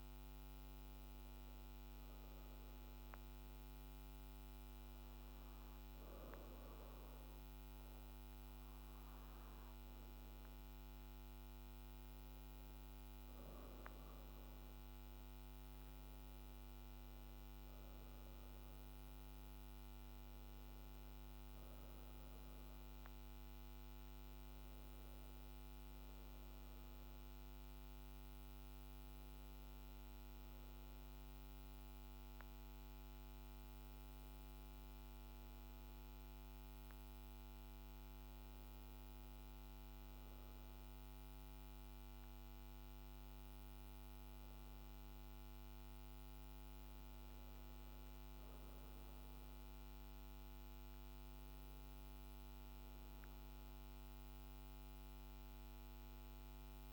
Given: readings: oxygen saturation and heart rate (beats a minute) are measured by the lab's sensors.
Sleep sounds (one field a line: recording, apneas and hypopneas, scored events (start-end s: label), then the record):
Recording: breathing in sleep, hard to hear, by a microphone on the trachea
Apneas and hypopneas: 1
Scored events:
0.00-13.50 s: oxygen desaturation (device-marked, oxygen 89% lowest, heart rate 52 extreme)
3.50-15.00 s: hypopnea (oxygen 96% before, 89% lowest, heart rate 55 before, 52 extreme, up 1 after)
17.50-22.00 s: arousal
22.50-38.50 s: oxygen desaturation (device-marked, oxygen 96% before, 91% lowest, heart rate 56 before, 52 extreme)
46.00-50.50 s: arousal
From the record:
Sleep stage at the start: REM sleep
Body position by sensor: on the back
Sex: female